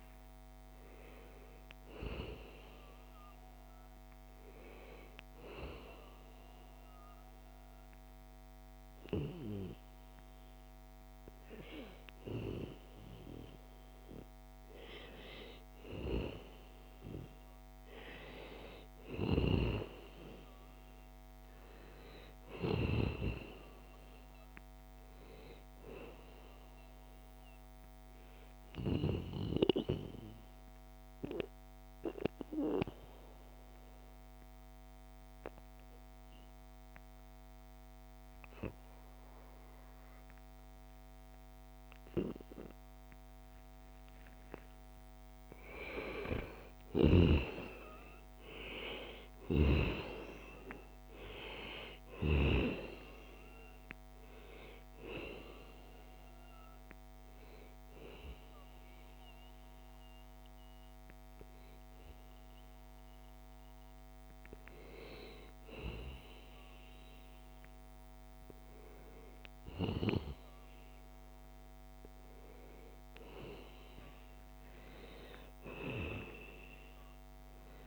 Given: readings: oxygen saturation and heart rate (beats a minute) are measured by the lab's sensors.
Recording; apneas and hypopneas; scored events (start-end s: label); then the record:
breathing in sleep by a microphone on the trachea; 3
3.50-14.00 s: obstructive apnea (oxygen 96% before, 90% lowest, heart rate 81 before, 78 extreme, up 0 after)
15.50-20.00 s: arousal
28.00-44.00 s: obstructive apnea (oxygen 96% before, 90% lowest, heart rate 79 before, 75 extreme, up 3 after)
45.00-49.50 s: arousal
46.50-68.50 s: oxygen desaturation (device-marked, oxygen 94% before, 90% lowest, heart rate 78 before, 78 extreme)
57.00-68.00 s: hypopnea (oxygen 94% before, 90% lowest, heart rate 77 before, 79 extreme, up 0 after)
62.50-77.87 s: new sleep stage, awake
From the record:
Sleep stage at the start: N2 (light sleep); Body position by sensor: on the back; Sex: male